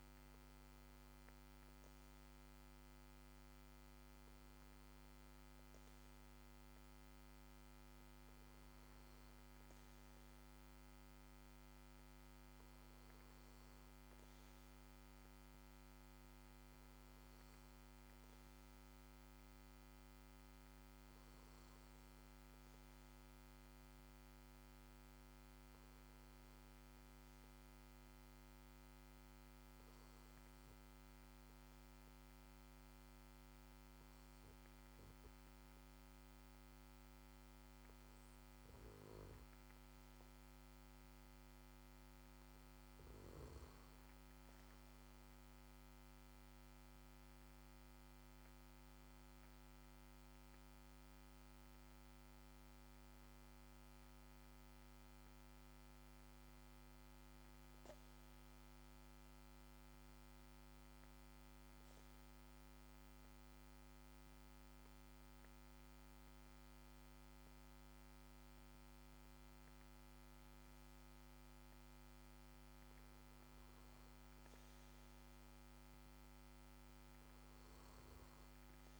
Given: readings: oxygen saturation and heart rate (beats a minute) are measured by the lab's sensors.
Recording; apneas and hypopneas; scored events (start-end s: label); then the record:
breathing in sleep, hard to hear, by a microphone on the trachea; 1
4.50-79.00 s: new sleep stage, N2 (light sleep)
19.50-23.00 s: arousal
27.00-40.50 s: obstructive apnea (oxygen 95% before, 93% lowest, heart rate 56 before, 51 extreme, up 2 after)
43.00-47.00 s: arousal
From the record:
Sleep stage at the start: REM sleep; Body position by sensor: on the back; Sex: male